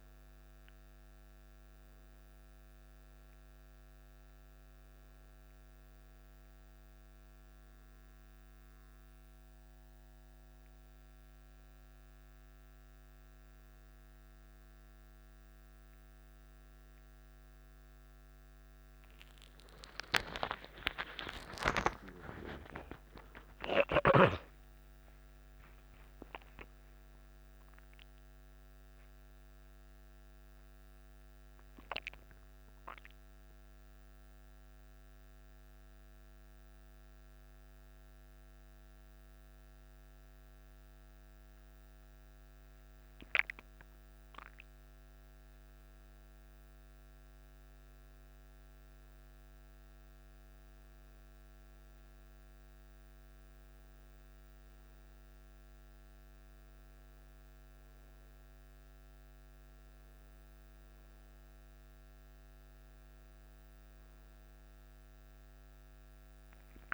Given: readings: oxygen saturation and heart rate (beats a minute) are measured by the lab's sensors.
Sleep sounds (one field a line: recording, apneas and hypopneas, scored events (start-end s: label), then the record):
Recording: a person awake in a sleep study, by a microphone on the trachea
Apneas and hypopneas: none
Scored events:
none scored
From the record:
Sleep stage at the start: awake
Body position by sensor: on the back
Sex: male